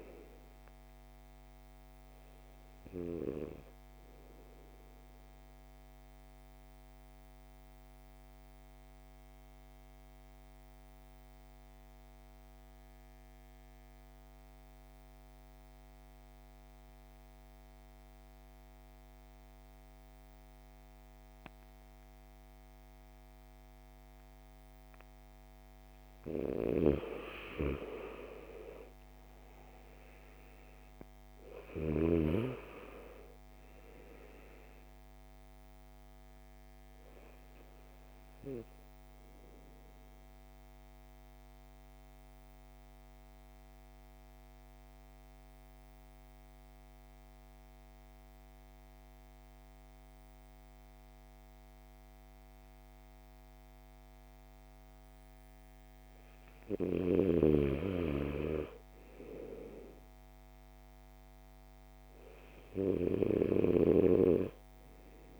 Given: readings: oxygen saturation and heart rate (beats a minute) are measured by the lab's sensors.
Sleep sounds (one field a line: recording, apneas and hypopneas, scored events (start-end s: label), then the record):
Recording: breathing in sleep by a microphone on the trachea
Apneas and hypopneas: 2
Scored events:
0.00-21.00 s: oxygen desaturation (device-marked, oxygen 83% lowest)
3.50-25.50 s: central apnea (oxygen 99% before, 83% lowest)
26.00-31.00 s: arousal
37.00-57.00 s: oxygen desaturation (device-marked, oxygen 97% before, 84% lowest)
39.00-55.00 s: mixed apnea (oxygen 98% before, 84% lowest)
56.50-61.50 s: arousal
From the record:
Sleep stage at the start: N2 (light sleep)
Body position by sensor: on the back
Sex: male